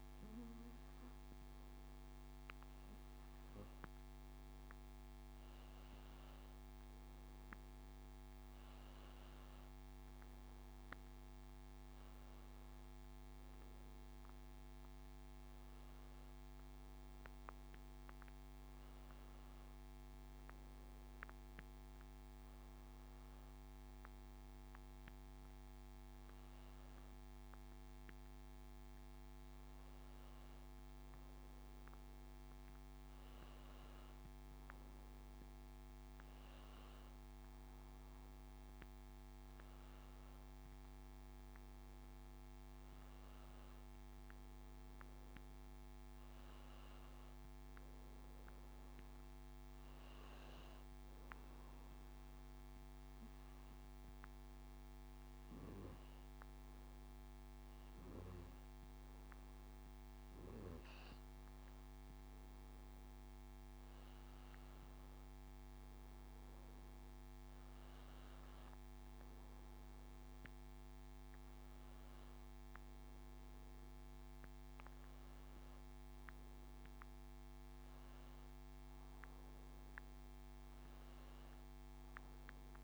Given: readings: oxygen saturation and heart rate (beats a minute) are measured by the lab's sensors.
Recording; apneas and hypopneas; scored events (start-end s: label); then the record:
breathing in sleep, hard to hear, by a microphone on the trachea; 1
38.50-43.00 s: arousal
51.00-61.00 s: obstructive apnea (oxygen 97% before, 93% lowest, heart rate 86 before, 82 extreme, up 4 after)
64.00-67.00 s: arousal
66.00-82.84 s: oxygen desaturation (device-marked, oxygen 97% before, 93% lowest, heart rate 84 before, 82 extreme)
From the record:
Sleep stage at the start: N2 (light sleep); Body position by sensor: on the back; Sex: male